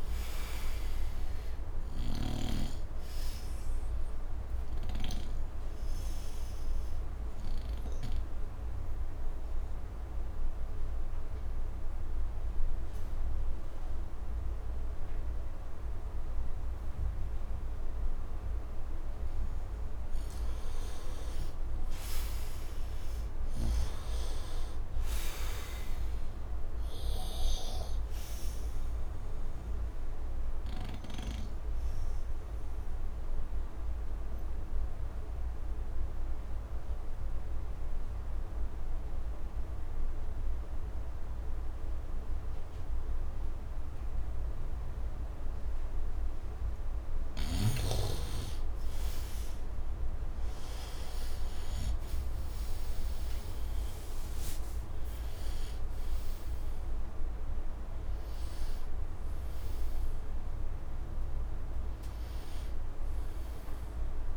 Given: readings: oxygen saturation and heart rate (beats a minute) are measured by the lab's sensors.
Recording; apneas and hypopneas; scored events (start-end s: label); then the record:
breathing in sleep by a room microphone; 2
0.00-1.00 s: arousal
3.50-20.50 s: oxygen desaturation (device-marked, oxygen 95% before, 86% lowest, heart rate 79 before, 74 extreme)
6.50-19.50 s: obstructive apnea (oxygen 98% before, 82% lowest, heart rate 79 before, 74 extreme, up 8 after)
20.50-25.00 s: arousal
22.50-43.50 s: oxygen desaturation (device-marked, oxygen 98% before, 84% lowest, heart rate 77 before, 74 extreme)
29.00-46.00 s: obstructive apnea (oxygen 98% before, 82% lowest, heart rate 78 before, 74 extreme, up 8 after)
45.50-64.37 s: oxygen desaturation (device-marked, oxygen 98% before, 82% lowest, heart rate 77 before, 74 extreme)
51.00-55.00 s: arousal
From the record:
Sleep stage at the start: N2 (light sleep); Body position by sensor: on the right side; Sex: male